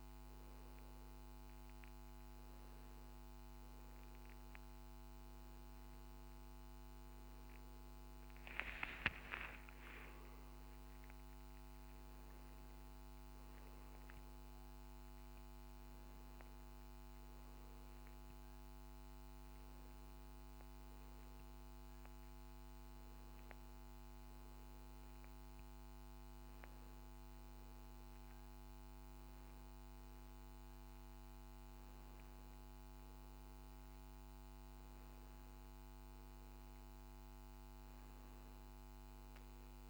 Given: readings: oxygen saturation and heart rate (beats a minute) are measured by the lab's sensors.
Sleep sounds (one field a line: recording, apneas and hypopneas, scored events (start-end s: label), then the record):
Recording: breathing in sleep, hard to hear, by a microphone on the trachea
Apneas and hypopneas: none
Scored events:
none scored
From the record:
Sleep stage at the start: N2 (light sleep)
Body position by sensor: on the back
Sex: male